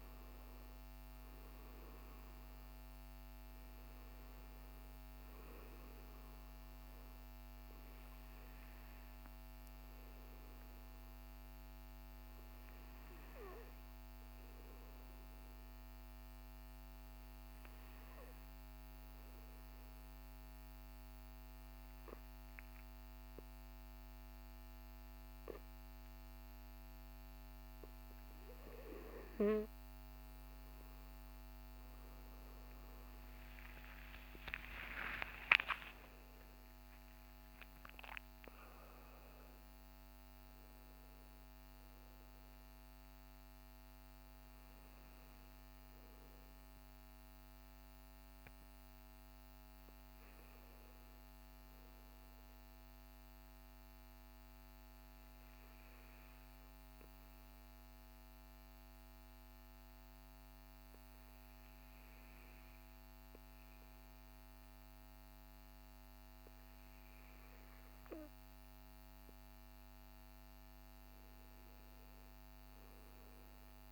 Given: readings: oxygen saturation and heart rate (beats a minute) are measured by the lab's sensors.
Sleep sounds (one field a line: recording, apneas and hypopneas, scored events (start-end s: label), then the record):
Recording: breathing in sleep by a microphone on the trachea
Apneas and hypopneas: 2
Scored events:
0.00-2.00 s: arousal
16.00-30.50 s: obstructive apnea (oxygen 97% before, 93% lowest, heart rate 57 before, 47 extreme, up 25 after)
33.00-38.00 s: arousal
34.50-49.50 s: oxygen desaturation (device-marked, oxygen 96% before, 93% lowest, heart rate 59 before, 47 extreme)
55.00-68.00 s: obstructive apnea (oxygen 96% before, 94% lowest, heart rate 63 before, 52 extreme, up 11 after)
69.50-73.50 s: arousal
From the record:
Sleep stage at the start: N2 (light sleep)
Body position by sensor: on the back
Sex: male